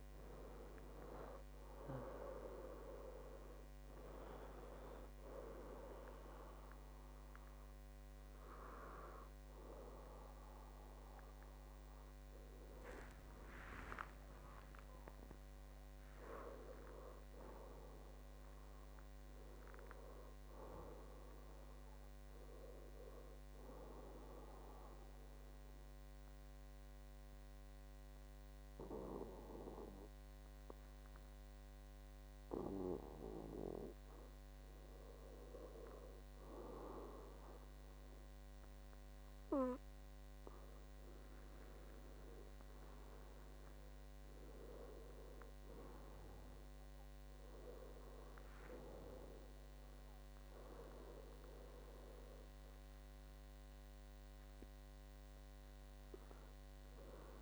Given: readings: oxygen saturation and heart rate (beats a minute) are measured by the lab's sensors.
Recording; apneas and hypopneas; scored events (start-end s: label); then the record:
breathing in sleep by a microphone on the trachea; 1
0.00-25.00 s: oxygen desaturation (device-marked, oxygen 85% lowest, heart rate 62 extreme)
17.00-20.50 s: arousal
24.00-35.00 s: obstructive apnea (oxygen 94% before, 95% lowest, heart rate 77 before, 63 extreme, up 2 after)
38.50-41.50 s: arousal
From the record:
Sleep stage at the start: N2 (light sleep); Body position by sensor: on the back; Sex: male